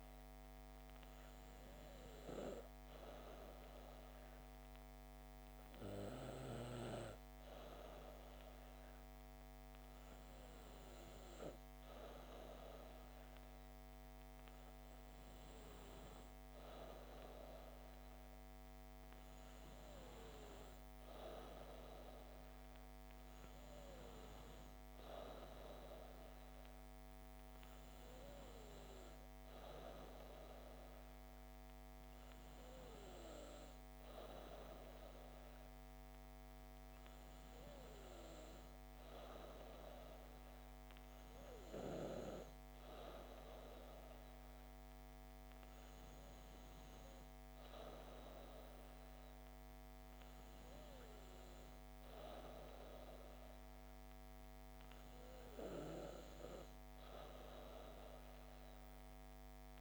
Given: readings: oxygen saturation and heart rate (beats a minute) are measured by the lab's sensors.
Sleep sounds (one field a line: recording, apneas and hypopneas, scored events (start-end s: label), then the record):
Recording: breathing in sleep by a microphone on the trachea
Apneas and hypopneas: none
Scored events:
none scored
From the record:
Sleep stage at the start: N2 (light sleep)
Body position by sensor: on the back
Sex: female